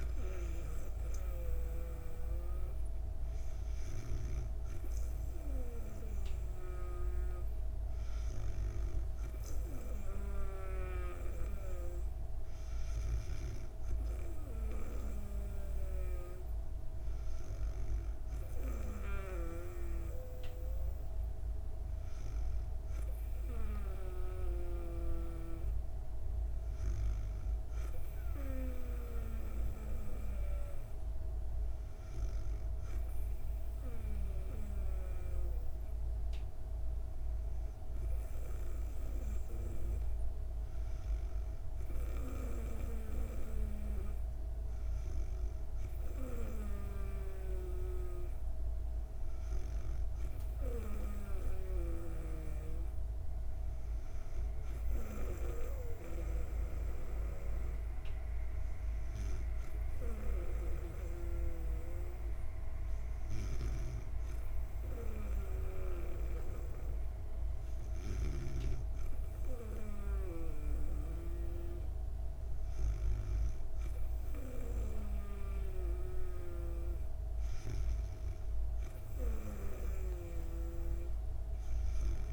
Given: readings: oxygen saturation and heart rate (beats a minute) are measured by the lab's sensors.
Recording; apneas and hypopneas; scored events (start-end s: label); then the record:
breathing in sleep by a room microphone; none
6.50-11.00 s: snoring (device-marked)
19.00-24.50 s: snoring (device-marked)
47.00-56.00 s: snoring (device-marked)
79.50-82.33 s: snoring (device-marked)
From the record:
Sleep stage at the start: N2 (light sleep); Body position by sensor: on the back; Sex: female